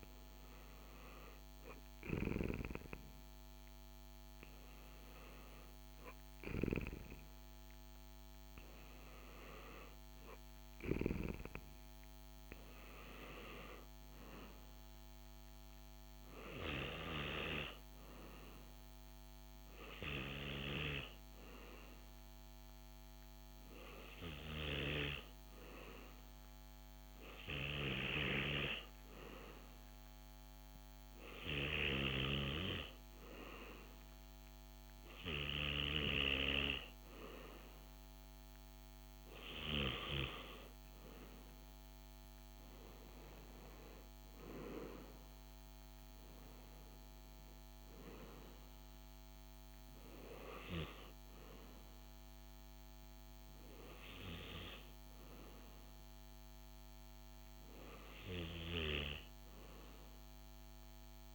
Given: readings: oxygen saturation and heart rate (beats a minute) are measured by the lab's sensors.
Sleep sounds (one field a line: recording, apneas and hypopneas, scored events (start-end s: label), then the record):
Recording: breathing in sleep by a microphone on the trachea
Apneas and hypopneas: none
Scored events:
none scored
From the record:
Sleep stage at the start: N2 (light sleep)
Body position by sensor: on the back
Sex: male